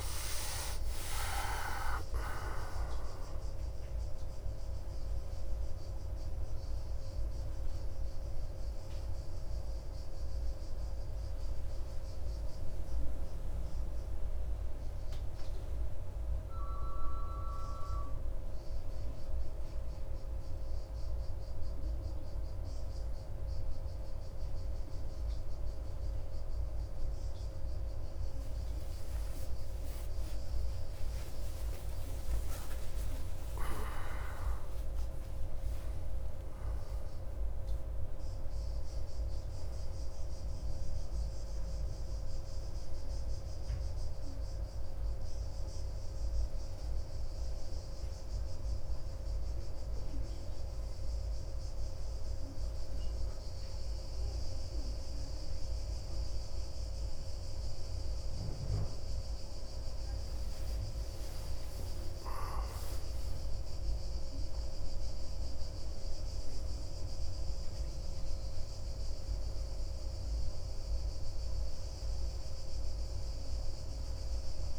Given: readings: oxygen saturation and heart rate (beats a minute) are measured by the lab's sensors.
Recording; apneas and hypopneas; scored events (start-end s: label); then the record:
breathing in sleep by a room microphone; none
0.00-3.50 s: arousal
30.50-36.00 s: arousal
From the record:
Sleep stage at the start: N2 (light sleep); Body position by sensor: on the back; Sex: male